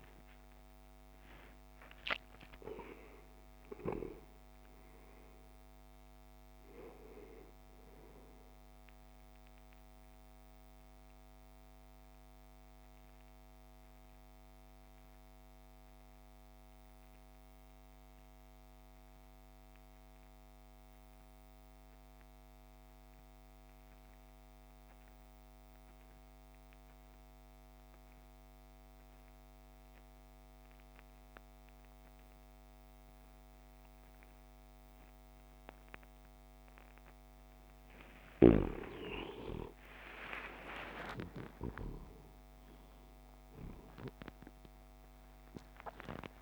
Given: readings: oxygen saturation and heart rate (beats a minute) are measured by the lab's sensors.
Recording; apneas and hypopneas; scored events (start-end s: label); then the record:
breathing in sleep by a microphone on the trachea; 1
0.00-2.50 s: arousal
0.00-22.50 s: oxygen desaturation (device-marked, oxygen 86% lowest)
10.00-38.50 s: mixed apnea (oxygen 99% before, 83% lowest)
39.50-44.50 s: arousal
40.50-46.42 s: oxygen desaturation (device-marked, oxygen 98% before, 83% lowest)
From the record:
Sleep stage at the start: N2 (light sleep); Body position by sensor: on the back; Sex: male